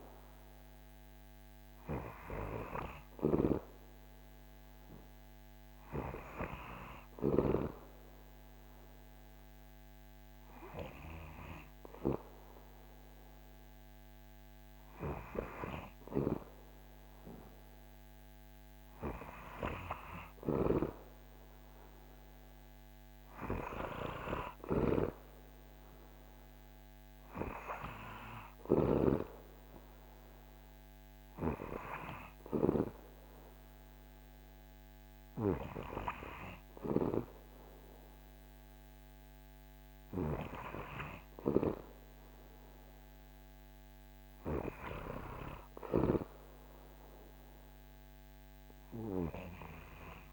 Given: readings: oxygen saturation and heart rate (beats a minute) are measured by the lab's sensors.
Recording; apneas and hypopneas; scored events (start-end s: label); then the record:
breathing in sleep by a microphone on the trachea; none
11.00-50.33 s: new sleep stage, REM sleep
From the record:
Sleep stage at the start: N2 (light sleep); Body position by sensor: on the back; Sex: male